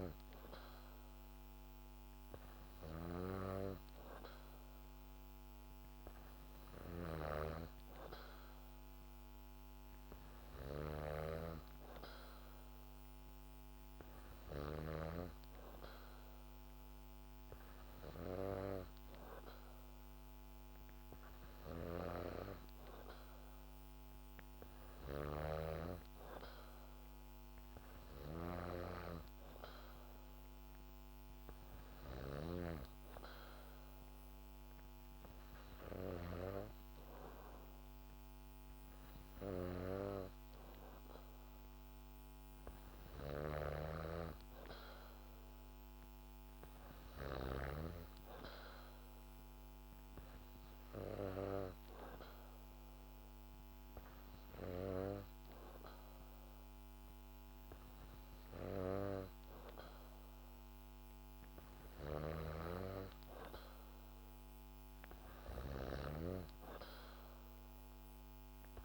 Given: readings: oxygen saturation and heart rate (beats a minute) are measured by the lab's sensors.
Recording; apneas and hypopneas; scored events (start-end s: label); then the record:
breathing in sleep by a microphone on the trachea; none
43.50-47.50 s: snoring (device-marked)
62.00-68.85 s: snoring (device-marked)
From the record:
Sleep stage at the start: N2 (light sleep); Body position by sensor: on the back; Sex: female